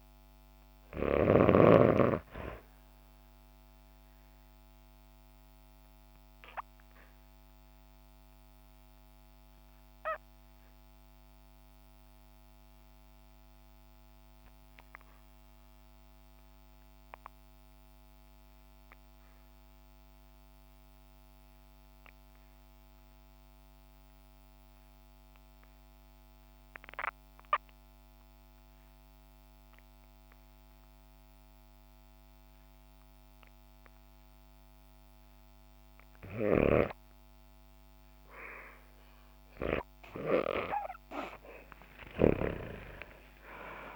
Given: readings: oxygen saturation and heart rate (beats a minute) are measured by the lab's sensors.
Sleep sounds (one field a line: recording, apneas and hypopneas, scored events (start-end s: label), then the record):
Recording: breathing in sleep by a microphone on the trachea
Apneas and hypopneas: 1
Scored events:
0.00-11.00 s: oxygen desaturation (device-marked, oxygen 82% lowest, heart rate 50 extreme)
4.50-34.50 s: obstructive apnea (oxygen 96% before, 76% lowest, heart rate 63 before, 43 extreme, up 0 after)
23.00-43.96 s: oxygen desaturation (device-marked, oxygen 97% before, 76% lowest, heart rate 68 before, 43 extreme)
41.00-43.96 s: arousal
From the record:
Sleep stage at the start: REM sleep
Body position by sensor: on the back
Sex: female